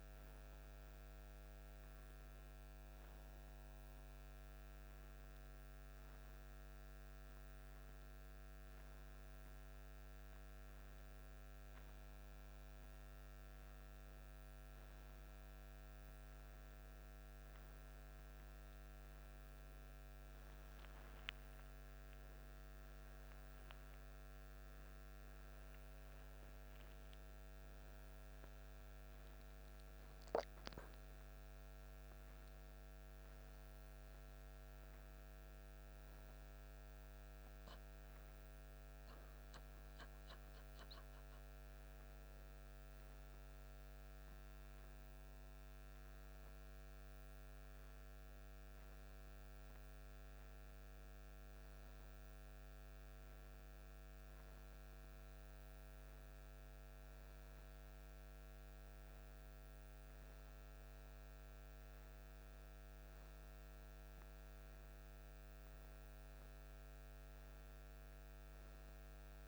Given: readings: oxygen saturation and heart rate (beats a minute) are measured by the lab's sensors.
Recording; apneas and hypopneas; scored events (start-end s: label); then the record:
breathing in sleep, hard to hear, by a microphone on the trachea; none
none scored
From the record:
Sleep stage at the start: N2 (light sleep); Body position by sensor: on the back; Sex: male